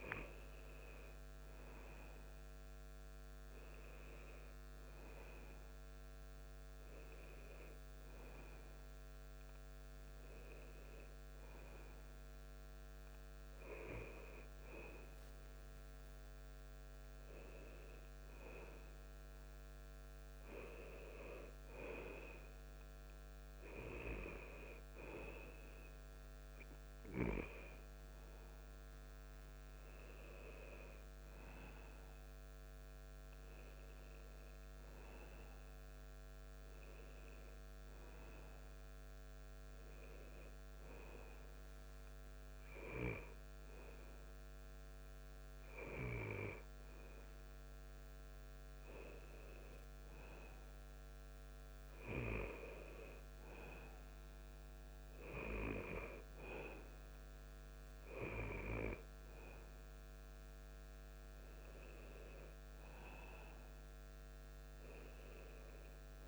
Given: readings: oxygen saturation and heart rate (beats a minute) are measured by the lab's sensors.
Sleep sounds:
breathing in sleep by a microphone on the trachea; none
0.00-1.00 s: arousal
From the record:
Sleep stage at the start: N2 (light sleep); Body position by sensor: on the back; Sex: male

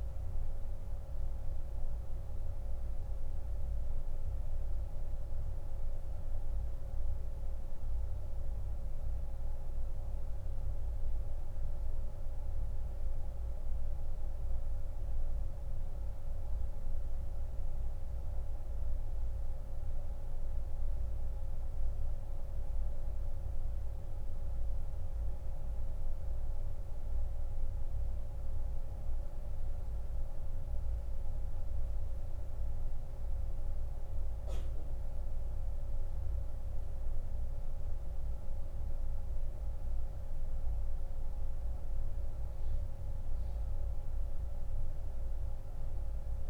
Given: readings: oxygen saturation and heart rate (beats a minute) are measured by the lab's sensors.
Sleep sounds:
breathing in sleep, hard to hear, by a room microphone; 1
0.00-29.50 s: oxygen desaturation (device-marked, oxygen 88% lowest)
16.00-38.50 s: mixed apnea (oxygen 95% before, 88% lowest)
41.00-46.50 s: arousal
From the record:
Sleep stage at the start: N2 (light sleep); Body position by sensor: on the back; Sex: male

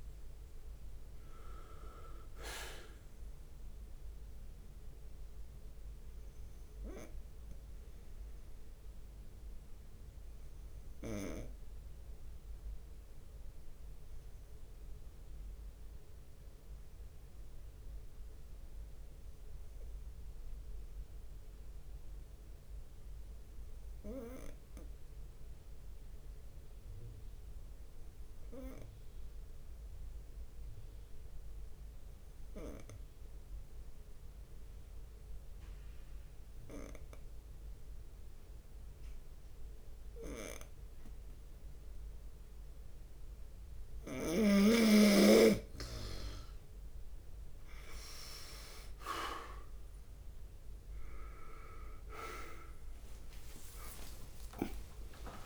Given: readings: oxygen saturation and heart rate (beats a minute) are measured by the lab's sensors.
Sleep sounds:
breathing in sleep by a room microphone; 1
0.00-1.00 s: leg movement (device-marked)
0.00-22.50 s: oxygen desaturation (device-marked, oxygen 91% lowest)
0.00-55.46 s: bradycardia (device-marked)
4.00-6.00 s: long interval between heartbeats (device-marked)
4.00-45.50 s: obstructive apnea (oxygen 98% before, 90% lowest)
11.00-13.00 s: long interval between heartbeats (device-marked)
11.50-14.50 s: leg movement (device-marked)
16.50-23.50 s: drop in pulse transit time (device-marked)
18.00-20.00 s: long interval between heartbeats (device-marked)
25.50-27.50 s: long interval between heartbeats (device-marked)
26.50-28.50 s: leg movement (device-marked)
32.00-34.00 s: long interval between heartbeats (device-marked)
34.50-35.50 s: leg movement (device-marked)
39.50-45.50 s: drop in pulse transit time (device-marked)
40.50-51.00 s: leg movement (device-marked)
41.50-55.46 s: oxygen desaturation (device-marked, oxygen 98% before, 90% lowest)
45.50-47.50 s: long interval between heartbeats (device-marked)
51.00-55.46 s: leg movement (device-marked)
53.00-55.46 s: arousal
54.00-55.46 s: long interval between heartbeats (device-marked)
From the record:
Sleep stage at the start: N2 (light sleep); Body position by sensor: on the right side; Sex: male

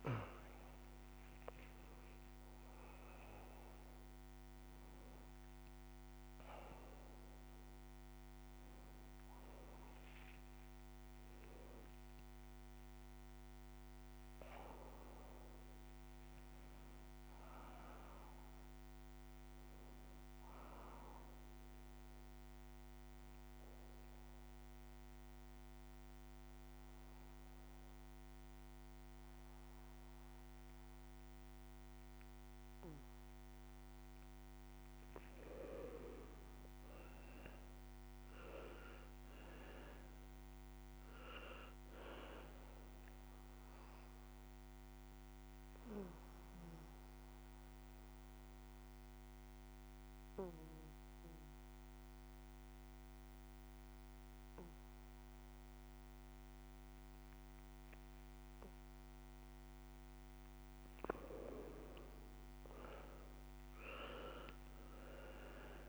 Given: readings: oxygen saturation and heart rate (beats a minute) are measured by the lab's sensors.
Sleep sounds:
breathing in sleep by a microphone on the trachea; 2
0.00-9.00 s: oxygen desaturation (device-marked, oxygen 86% lowest)
19.00-65.89 s: new sleep stage, N2 (light sleep)
22.50-35.00 s: obstructive apnea (oxygen 98% before, 88% lowest, heart rate 85 before, 40 extreme)
37.00-40.00 s: arousal
38.00-54.00 s: oxygen desaturation (device-marked, oxygen 96% before, 88% lowest)
43.00-59.00 s: obstructive apnea (oxygen 98% before, 88% lowest)
61.50-65.00 s: arousal
From the record:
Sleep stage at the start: N1 (lightest sleep); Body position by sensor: on the right side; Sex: male

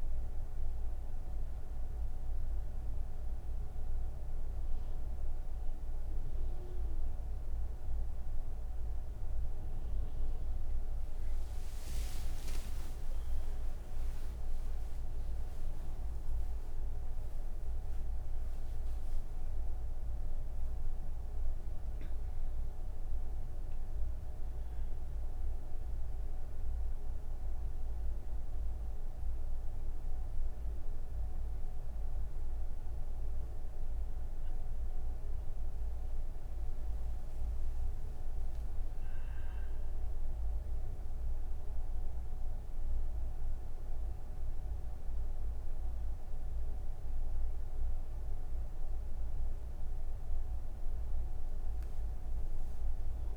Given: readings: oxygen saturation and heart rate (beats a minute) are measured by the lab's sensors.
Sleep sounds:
breathing in sleep, hard to hear, by a room microphone; none
none scored
From the record:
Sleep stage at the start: N1 (lightest sleep); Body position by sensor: on the back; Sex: female

